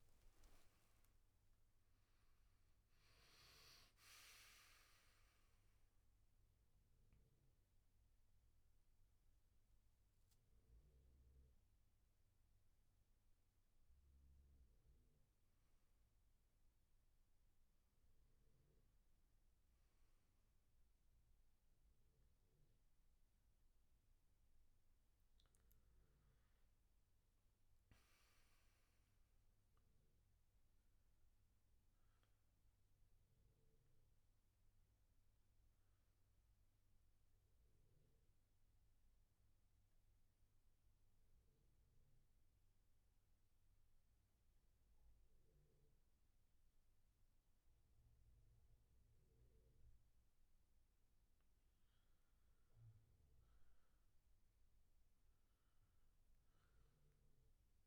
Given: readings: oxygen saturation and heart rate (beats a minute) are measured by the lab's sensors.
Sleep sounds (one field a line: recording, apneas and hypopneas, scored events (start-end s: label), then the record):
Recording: breathing in sleep, hard to hear, by a room microphone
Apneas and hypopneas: 1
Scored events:
26.00-30.00 s: arousal
36.00-50.50 s: central apnea (oxygen 98% before, 89% lowest, heart rate 76 before, 63 extreme, up 10 after)
54.00-57.87 s: arousal
From the record:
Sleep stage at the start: N2 (light sleep)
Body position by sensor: on the back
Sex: male